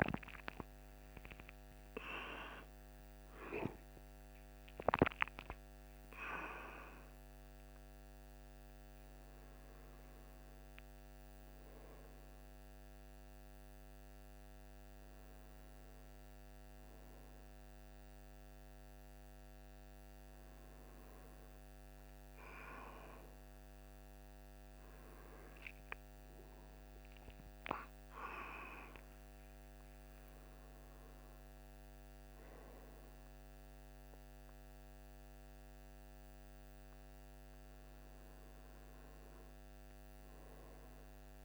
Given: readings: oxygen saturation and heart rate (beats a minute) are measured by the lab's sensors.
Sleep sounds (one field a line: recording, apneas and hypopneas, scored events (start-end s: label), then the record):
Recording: breathing in sleep by a microphone on the trachea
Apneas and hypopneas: none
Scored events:
0.00-4.00 s: arousal
From the record:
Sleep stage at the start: N1 (lightest sleep)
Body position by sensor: on the right side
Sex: male